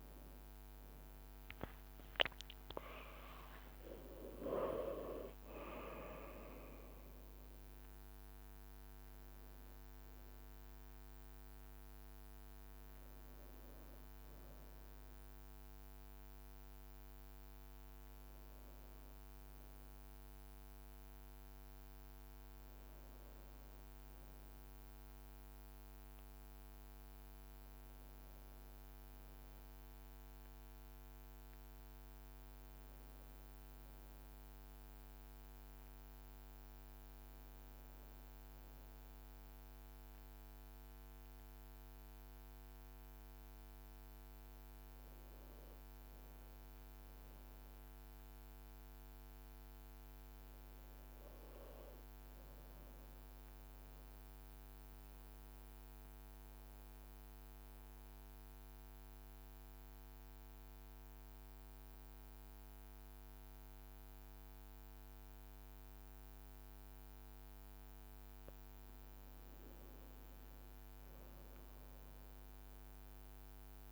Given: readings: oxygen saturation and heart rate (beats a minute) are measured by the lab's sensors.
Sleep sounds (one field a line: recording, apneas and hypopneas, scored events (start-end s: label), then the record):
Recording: breathing in sleep by a microphone on the trachea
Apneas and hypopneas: 1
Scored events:
1.50-7.00 s: leg movement (device-marked)
2.00-7.50 s: arousal
44.00-47.50 s: arousal
44.00-73.92 s: new sleep stage, N2 (light sleep)
53.50-69.00 s: central apnea (oxygen 98% before, 91% lowest, heart rate 58 before, 52 extreme, up 13 after)
59.00-65.00 s: oxygen desaturation (device-marked, oxygen 97% before, 95% lowest, heart rate 57 before, 52 extreme)
71.50-73.92 s: arousal
From the record:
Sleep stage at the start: N1 (lightest sleep)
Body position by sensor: on the back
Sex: male